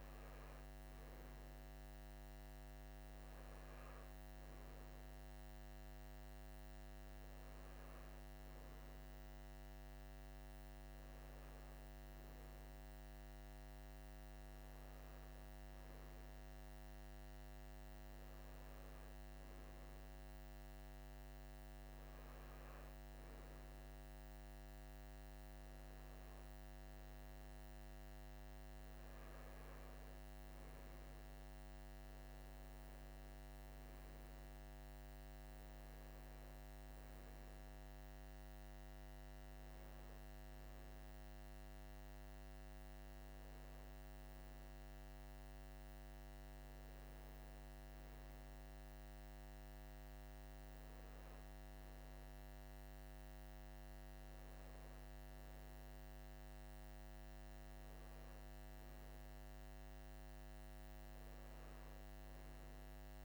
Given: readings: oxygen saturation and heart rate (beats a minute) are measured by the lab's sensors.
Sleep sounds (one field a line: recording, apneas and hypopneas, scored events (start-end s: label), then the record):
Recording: breathing in sleep, hard to hear, by a microphone on the trachea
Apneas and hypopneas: none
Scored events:
none scored
From the record:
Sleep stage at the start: N2 (light sleep)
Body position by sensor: on the right side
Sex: male